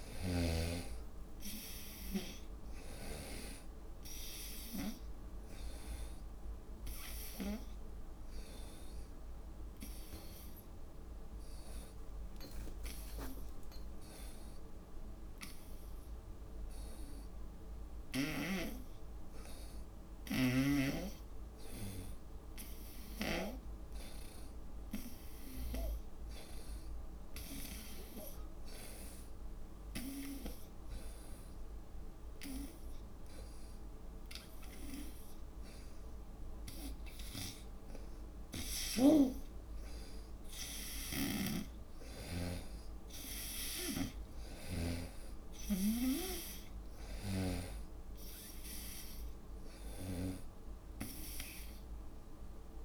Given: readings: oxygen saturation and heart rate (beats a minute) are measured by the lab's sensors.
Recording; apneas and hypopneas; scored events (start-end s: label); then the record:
breathing in sleep by a room microphone; 2
0.00-5.00 s: snoring (device-marked)
0.00-20.50 s: oxygen desaturation (device-marked, oxygen 87% lowest, heart rate 73 extreme)
7.50-19.50 s: hypopnea (oxygen 90% before, 84% lowest, heart rate 76 before, 73 extreme, up 4 after)
22.50-52.85 s: oxygen desaturation (device-marked, oxygen 95% before, 84% lowest, heart rate 75 before, 71 extreme)
23.50-26.50 s: arousal
29.50-39.50 s: hypopnea (oxygen 95% before, 84% lowest, heart rate 75 before, 71 extreme, up 1 after)
44.00-48.00 s: snoring (device-marked)
46.00-49.50 s: arousal
50.00-52.85 s: snoring (device-marked)
From the record:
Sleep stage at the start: N2 (light sleep); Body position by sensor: on the front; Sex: female